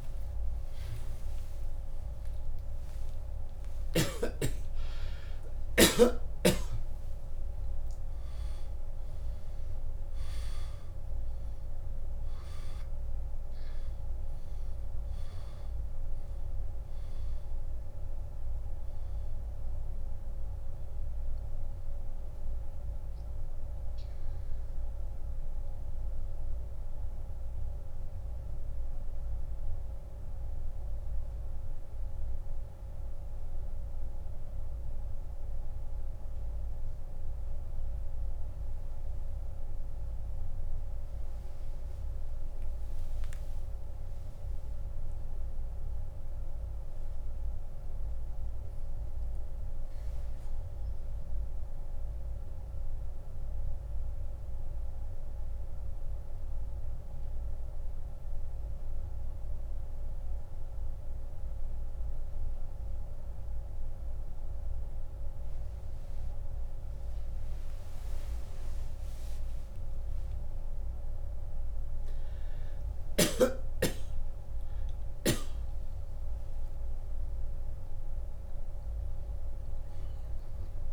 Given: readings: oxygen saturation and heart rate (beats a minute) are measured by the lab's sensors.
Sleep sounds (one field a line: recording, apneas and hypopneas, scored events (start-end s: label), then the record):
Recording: breathing in sleep, hard to hear, by a room microphone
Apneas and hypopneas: 2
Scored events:
0.00-4.00 s: arousal
28.00-41.00 s: mixed apnea (oxygen 98% before, 83% lowest, heart rate 67 before, 72 extreme, up 9 after)
43.00-48.00 s: arousal
51.50-66.50 s: central apnea (oxygen 97% before, 83% lowest, heart rate 80 before, 36 extreme, up 14 after)
53.00-64.00 s: oxygen desaturation (device-marked, oxygen 94% before, 83% lowest, heart rate 80 before, 36 extreme)
From the record:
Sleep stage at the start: N2 (light sleep)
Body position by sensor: on the back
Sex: male